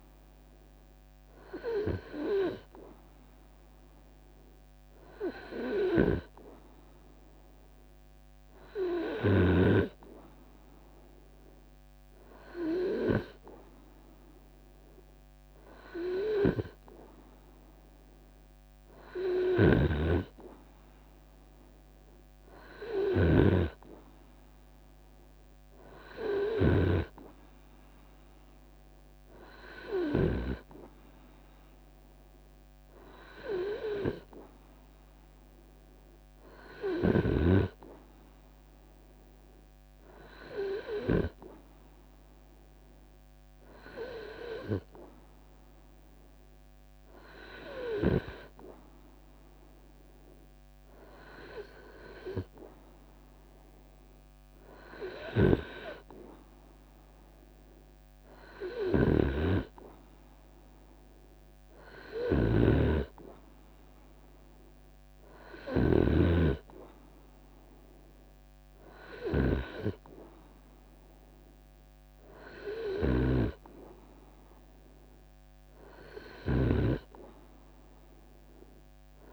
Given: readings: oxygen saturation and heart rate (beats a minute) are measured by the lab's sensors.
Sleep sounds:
breathing in sleep by a microphone on the trachea; none
0.00-12.00 s: drop in pulse transit time (device-marked, heart rate 70 extreme)
1.00-3.00 s: long interval between heartbeats (device-marked, heart rate 74 before, 82 extreme)
51.00-62.00 s: drop in pulse transit time (device-marked, heart rate 81 before, 76 extreme)
52.00-54.00 s: long interval between heartbeats (device-marked, heart rate 82 before, 85 extreme)
From the record:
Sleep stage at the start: N2 (light sleep); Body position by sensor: on the right side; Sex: male

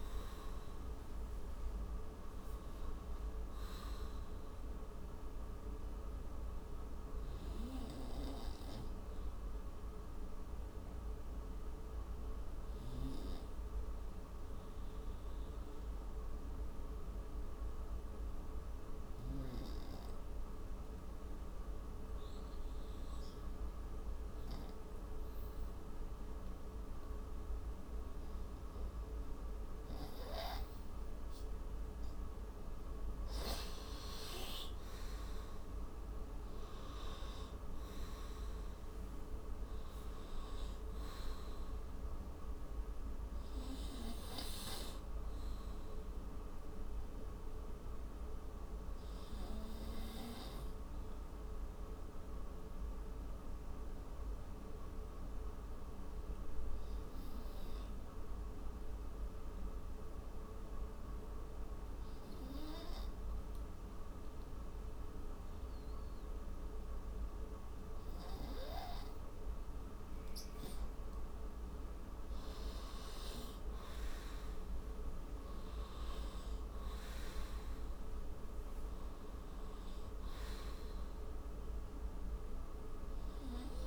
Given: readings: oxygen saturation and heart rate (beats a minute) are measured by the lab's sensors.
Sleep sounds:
breathing in sleep, hard to hear, by a room microphone; 2
11.00-24.00 s: mixed apnea (oxygen 98% before, 87% lowest)
27.50-31.00 s: arousal
33.50-53.50 s: oxygen desaturation (device-marked, oxygen 97% before, 90% lowest)
50.50-67.50 s: hypopnea (oxygen 98% before, 87% lowest)
58.50-64.50 s: oxygen desaturation (device-marked, oxygen 91% before, 87% lowest)
72.00-76.50 s: arousal
From the record:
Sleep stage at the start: N2 (light sleep); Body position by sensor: on the right side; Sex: male

